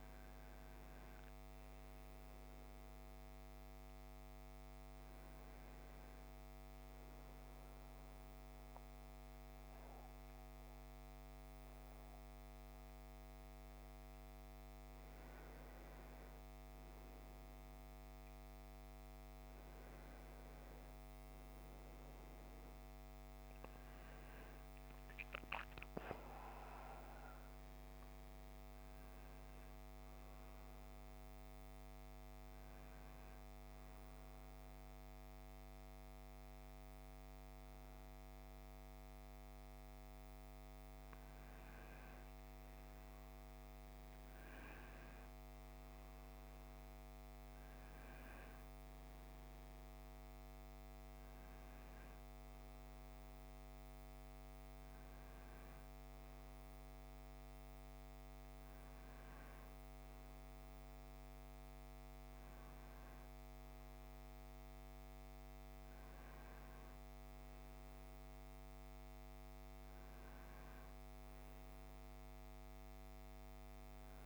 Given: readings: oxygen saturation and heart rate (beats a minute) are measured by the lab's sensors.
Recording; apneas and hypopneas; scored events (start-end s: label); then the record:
breathing in sleep, hard to hear, by a microphone on the trachea; 1
33.50-44.00 s: hypopnea (oxygen 98% before, 93% lowest)
46.00-50.50 s: arousal
From the record:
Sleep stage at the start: N1 (lightest sleep); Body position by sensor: on the right side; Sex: male